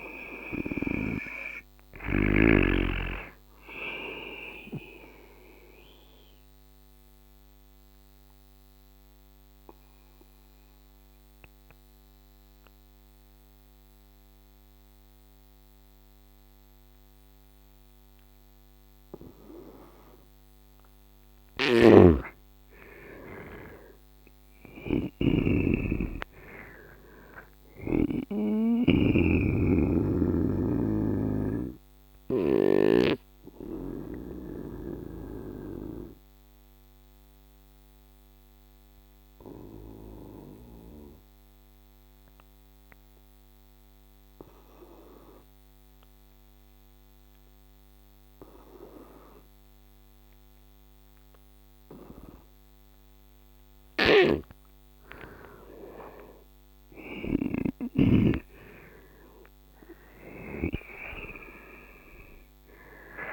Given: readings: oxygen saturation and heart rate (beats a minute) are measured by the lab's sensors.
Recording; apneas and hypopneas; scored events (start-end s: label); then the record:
breathing in sleep by a microphone on the trachea; 2
0.00-1.00 s: snoring (device-marked)
0.00-1.50 s: arousal
3.00-20.00 s: oxygen desaturation (device-marked, oxygen 99% before, 88% lowest, heart rate 75 before, 66 extreme)
5.00-21.00 s: obstructive apnea (oxygen 99% before, 80% lowest, heart rate 74 before, 66 extreme, up 11 after)
21.50-28.00 s: snoring (device-marked)
23.00-27.50 s: arousal
30.00-46.00 s: oxygen desaturation (device-marked, oxygen 98% before, 85% lowest, heart rate 71 before, 72 extreme)
30.50-53.50 s: obstructive apnea (oxygen 99% before, 80% lowest, heart rate 71 before, 66 extreme, up 7 after)
55.00-63.32 s: oxygen desaturation (device-marked, oxygen 98% before, 80% lowest, heart rate 74 before, 66 extreme)
56.50-60.50 s: arousal
From the record:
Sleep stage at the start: N2 (light sleep); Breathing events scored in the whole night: 366 in 3.5 hours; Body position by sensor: on the right side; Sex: male